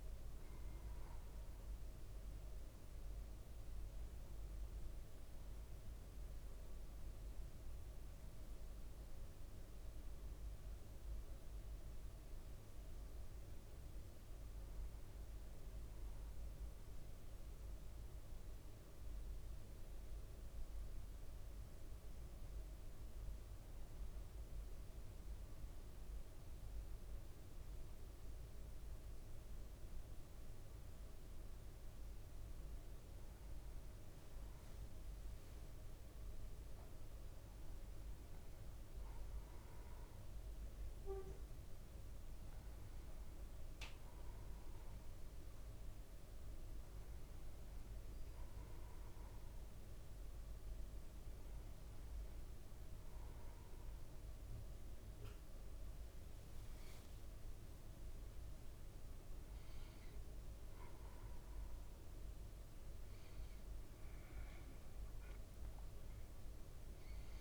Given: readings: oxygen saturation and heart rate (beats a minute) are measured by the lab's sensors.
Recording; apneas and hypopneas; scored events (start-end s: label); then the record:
breathing in sleep, hard to hear, by a room microphone; none
53.00-67.41 s: new sleep stage, N1 (lightest sleep)
57.00-63.00 s: arousal
From the record:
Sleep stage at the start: N2 (light sleep); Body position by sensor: on the back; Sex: male